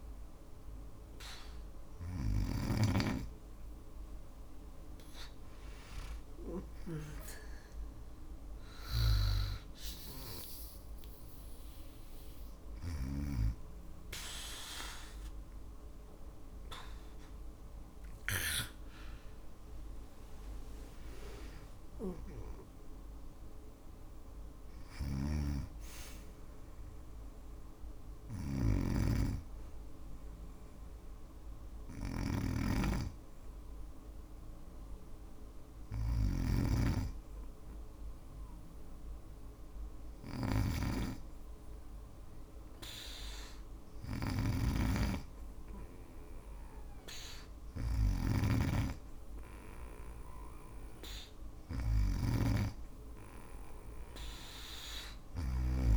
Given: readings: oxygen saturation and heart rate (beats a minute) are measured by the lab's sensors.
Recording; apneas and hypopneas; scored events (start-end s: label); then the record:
breathing in sleep by a room microphone; 1
0.00-2.00 s: snoring (device-marked)
8.00-12.50 s: snoring (device-marked)
20.00-24.00 s: arousal
24.00-55.97 s: snoring (device-marked)
30.50-43.00 s: hypopnea (oxygen 96% before, 94% lowest)
47.00-50.00 s: arousal
From the record:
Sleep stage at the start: N2 (light sleep); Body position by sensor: on the back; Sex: female